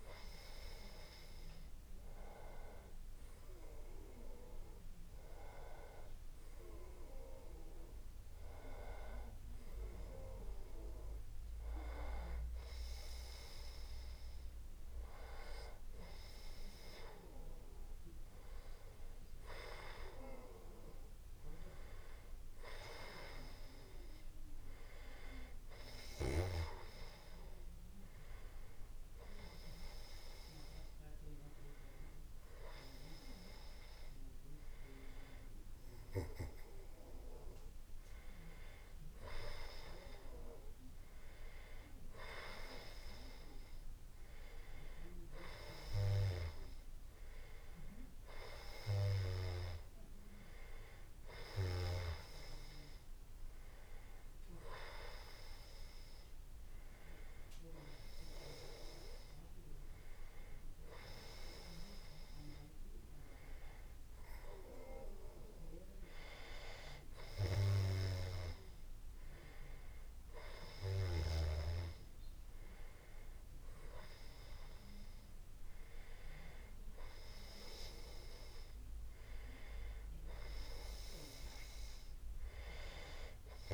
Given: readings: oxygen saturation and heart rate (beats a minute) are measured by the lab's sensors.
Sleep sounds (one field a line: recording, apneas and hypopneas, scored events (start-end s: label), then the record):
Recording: breathing in sleep by a room microphone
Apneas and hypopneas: none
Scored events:
none scored
From the record:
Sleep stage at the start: N1 (lightest sleep)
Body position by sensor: on the back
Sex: male